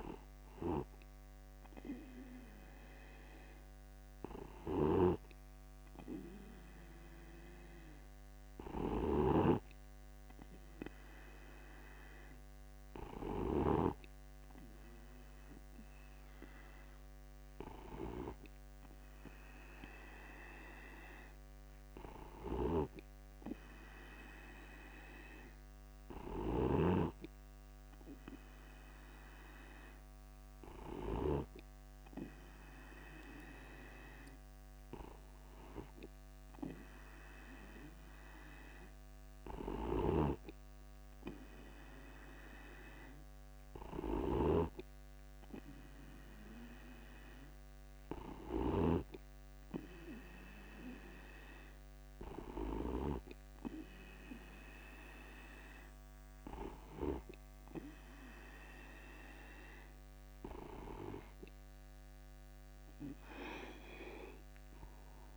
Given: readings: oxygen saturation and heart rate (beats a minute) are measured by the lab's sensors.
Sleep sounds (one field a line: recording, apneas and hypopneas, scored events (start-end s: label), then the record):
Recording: breathing in sleep by a microphone on the trachea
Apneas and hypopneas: none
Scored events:
22.50-24.50 s: long interval between heartbeats (device-marked, heart rate 54 before, 72 extreme)
From the record:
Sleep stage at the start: N2 (light sleep)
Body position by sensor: upright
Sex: male